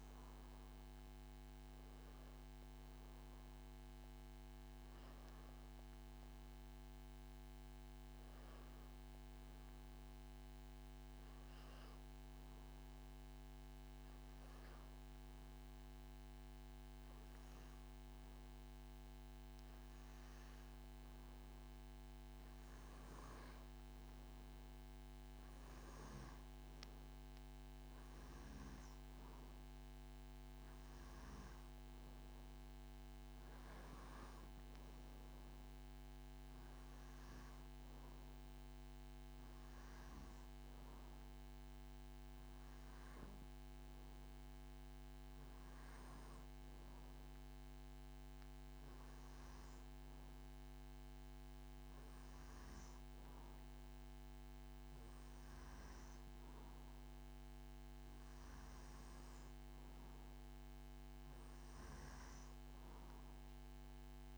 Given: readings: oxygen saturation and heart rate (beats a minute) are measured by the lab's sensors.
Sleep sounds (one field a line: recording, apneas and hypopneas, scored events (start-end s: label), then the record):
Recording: breathing in sleep, hard to hear, by a microphone on the trachea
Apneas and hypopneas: 1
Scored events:
3.50-7.50 s: arousal
12.50-23.50 s: hypopnea (oxygen 98% before, 92% lowest, heart rate 90 before, 76 extreme, up 2 after)
17.50-38.50 s: oxygen desaturation (device-marked, oxygen 97% before, 93% lowest, heart rate 84 before, 76 extreme)
25.50-29.50 s: arousal
From the record:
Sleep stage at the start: N2 (light sleep)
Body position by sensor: on the back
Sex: male